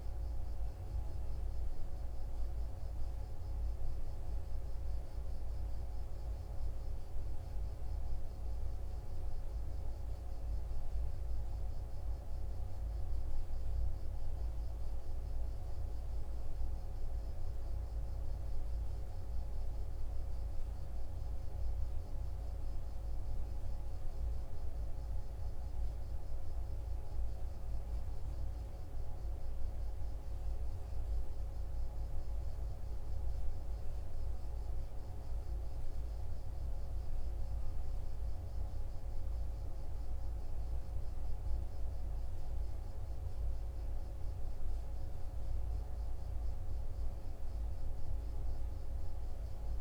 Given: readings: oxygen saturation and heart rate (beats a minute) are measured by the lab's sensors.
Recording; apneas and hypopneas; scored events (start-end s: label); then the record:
a person awake in a sleep study, hard to hear, by a room microphone; none
none scored
From the record:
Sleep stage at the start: awake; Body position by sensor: on the right side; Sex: male